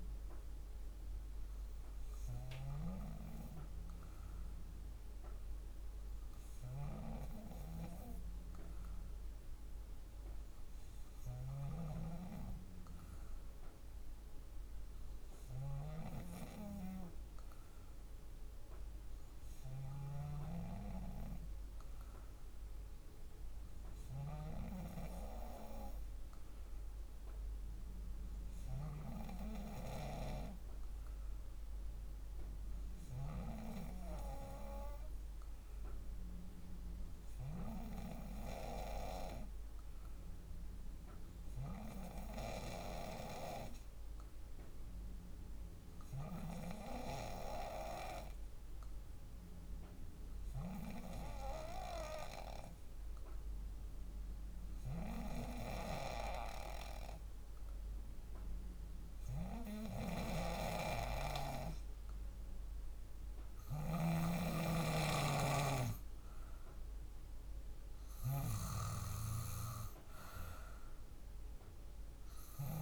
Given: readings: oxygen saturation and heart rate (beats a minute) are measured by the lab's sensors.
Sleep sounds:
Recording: breathing in sleep by a room microphone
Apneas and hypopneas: 1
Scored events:
0.00-6.50 s: oxygen desaturation (device-marked, oxygen 91% lowest, heart rate 51 extreme)
11.00-15.50 s: snoring (device-marked)
41.00-59.00 s: obstructive apnea (oxygen 96% before, 91% lowest, heart rate 54 before, 54 extreme, up 1 after)
60.00-72.50 s: snoring (device-marked)
61.50-65.00 s: arousal
From the record:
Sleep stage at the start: N2 (light sleep)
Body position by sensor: on the back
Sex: female

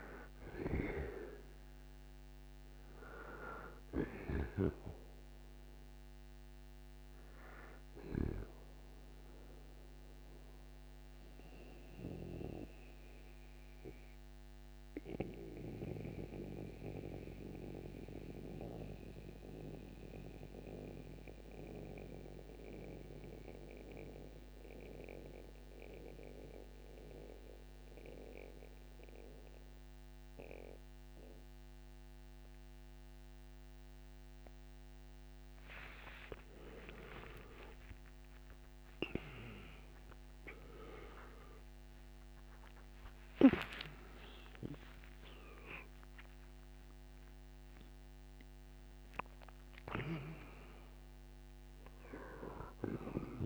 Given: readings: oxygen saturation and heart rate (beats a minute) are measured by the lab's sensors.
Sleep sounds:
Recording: breathing in sleep by a microphone on the trachea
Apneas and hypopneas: 1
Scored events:
0.00-8.00 s: snoring (device-marked)
0.00-25.00 s: oxygen desaturation (device-marked, oxygen 83% lowest, heart rate 59 extreme)
11.00-35.00 s: mixed apnea (oxygen 98% before, 83% lowest, heart rate 64 before, 66 extreme)
35.00-53.46 s: new sleep stage, N1 (lightest sleep)
37.50-43.00 s: arousal
43.00-53.46 s: oxygen desaturation (device-marked, oxygen 98% before, 90% lowest, heart rate 98 before, 59 extreme)
From the record:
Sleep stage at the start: N2 (light sleep)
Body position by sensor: on the right side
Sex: male

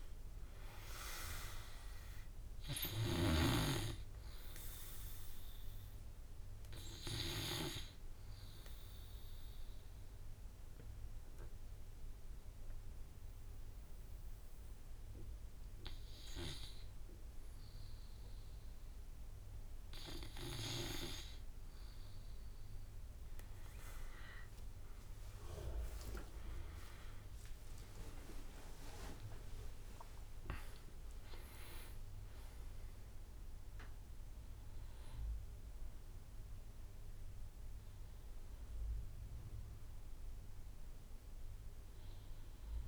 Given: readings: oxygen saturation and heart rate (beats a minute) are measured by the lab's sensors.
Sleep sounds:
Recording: breathing in sleep by a room microphone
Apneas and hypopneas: 1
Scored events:
0.00-16.50 s: oxygen desaturation (device-marked, oxygen 89% lowest, heart rate 51 extreme)
8.00-20.00 s: obstructive apnea (oxygen 100% before, 89% lowest, heart rate 54 before, 53 extreme, up 12 after)
25.00-29.00 s: arousal
31.50-42.88 s: drop in pulse transit time (device-marked, heart rate 59 before, 56 extreme)
35.50-42.88 s: oxygen desaturation (device-marked, oxygen 100% before, 93% lowest, heart rate 62 before, 46 extreme)
From the record:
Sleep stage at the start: N2 (light sleep)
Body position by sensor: on the back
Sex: male

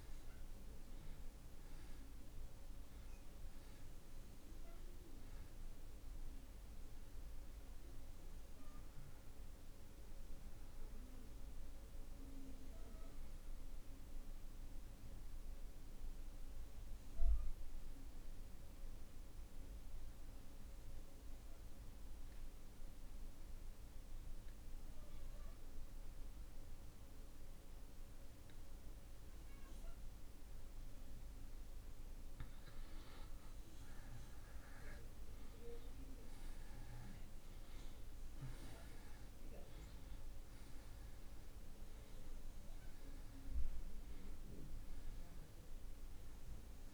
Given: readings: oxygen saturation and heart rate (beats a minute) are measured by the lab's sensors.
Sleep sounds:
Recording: breathing in sleep, hard to hear, by a room microphone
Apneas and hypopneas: 1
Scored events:
0.00-8.00 s: oxygen desaturation (device-marked, oxygen 84% lowest)
13.00-31.50 s: obstructive apnea (oxygen 97% before, 78% lowest)
31.00-46.94 s: oxygen desaturation (device-marked, oxygen 96% before, 78% lowest)
From the record:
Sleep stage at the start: N1 (lightest sleep)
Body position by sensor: on the back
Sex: male

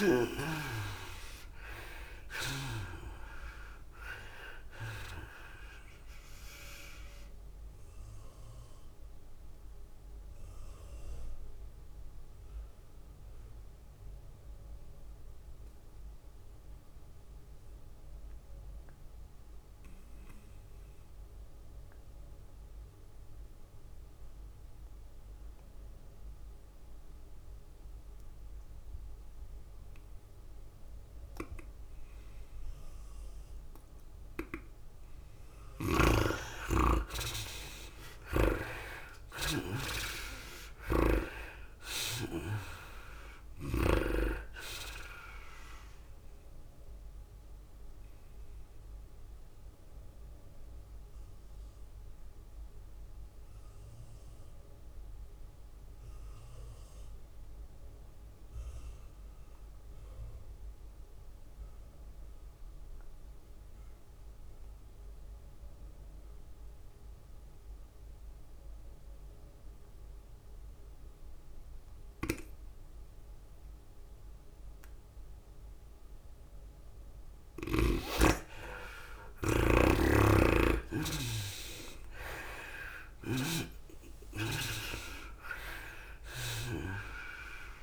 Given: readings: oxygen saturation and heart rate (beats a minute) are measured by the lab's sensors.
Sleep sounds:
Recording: breathing in sleep by a room microphone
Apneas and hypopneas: 2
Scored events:
0.00-14.00 s: drop in pulse transit time (device-marked, heart rate 100 before, 104 extreme)
0.00-21.00 s: oxygen desaturation (device-marked, oxygen 75% lowest, heart rate 91 extreme)
0.00-26.00 s: tachycardia (device-marked, heart rate 111 extreme)
7.00-34.50 s: mixed apnea (oxygen 99% before, 75% lowest, heart rate 103 before, 91 extreme, up 7 after)
27.00-57.00 s: oxygen desaturation (device-marked, oxygen 100% before, 81% lowest, heart rate 107 before, 91 extreme)
33.50-35.50 s: long interval between heartbeats (device-marked, heart rate 104 before, 100 extreme)
37.50-41.00 s: arousal
38.00-65.00 s: tachycardia (device-marked, heart rate 104 before, 110 extreme)
42.00-57.00 s: drop in pulse transit time (device-marked, heart rate 99 before, 105 extreme)
49.00-78.00 s: obstructive apnea (oxygen 100% before, 78% lowest, heart rate 101 before, 100 extreme, up 7 after)
65.00-87.83 s: oxygen desaturation (device-marked, oxygen 99% before, 78% lowest, heart rate 106 before, 99 extreme)
66.00-68.00 s: tachycardia (device-marked, heart rate 104 before, 101 extreme)
72.00-75.00 s: tachycardia (device-marked, heart rate 104 before, 100 extreme)
76.00-87.83 s: tachycardia (device-marked, heart rate 104 before, 110 extreme)
81.50-85.50 s: arousal
83.00-87.83 s: drop in pulse transit time (device-marked, heart rate 101 before, 103 extreme)
From the record:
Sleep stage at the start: N2 (light sleep)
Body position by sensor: on the back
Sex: female

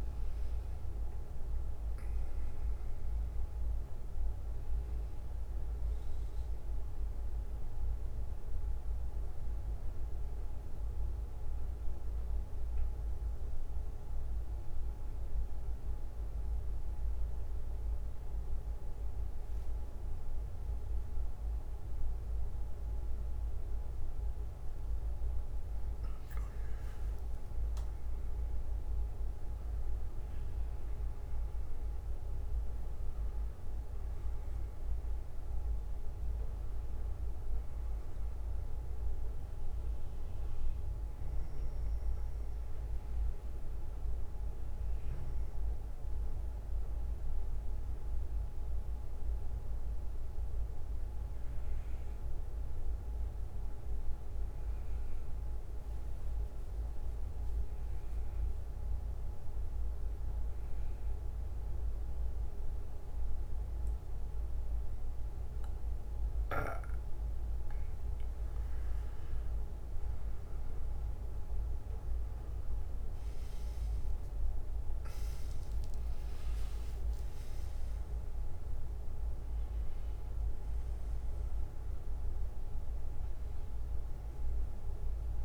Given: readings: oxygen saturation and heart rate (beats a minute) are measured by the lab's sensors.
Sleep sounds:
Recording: breathing in sleep, hard to hear, by a room microphone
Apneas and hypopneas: 2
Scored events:
0.00-18.50 s: oxygen desaturation (device-marked, oxygen 93% lowest, heart rate 48 extreme)
8.50-22.50 s: bradycardia (device-marked, heart rate 60 before, 48 extreme)
13.50-26.50 s: mixed apnea (oxygen 97% before, 91% lowest, heart rate 64 before, 52 extreme, up 25 after)
28.50-32.00 s: arousal
34.50-41.50 s: bradycardia (device-marked, heart rate 60 before, 54 extreme)
42.50-52.50 s: bradycardia (device-marked, heart rate 61 before, 47 extreme)
48.50-59.50 s: oxygen desaturation (device-marked, oxygen 94% before, 91% lowest, heart rate 63 before, 52 extreme)
48.50-68.00 s: mixed apnea (oxygen 96% before, 91% lowest, heart rate 63 before, 48 extreme, up 15 after)
54.50-57.50 s: bradycardia (device-marked, heart rate 61 before, 52 extreme)
75.50-80.50 s: arousal
83.50-85.45 s: bradycardia (device-marked, heart rate 61 before, 48 extreme)
From the record:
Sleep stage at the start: N2 (light sleep)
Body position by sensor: on the back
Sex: male

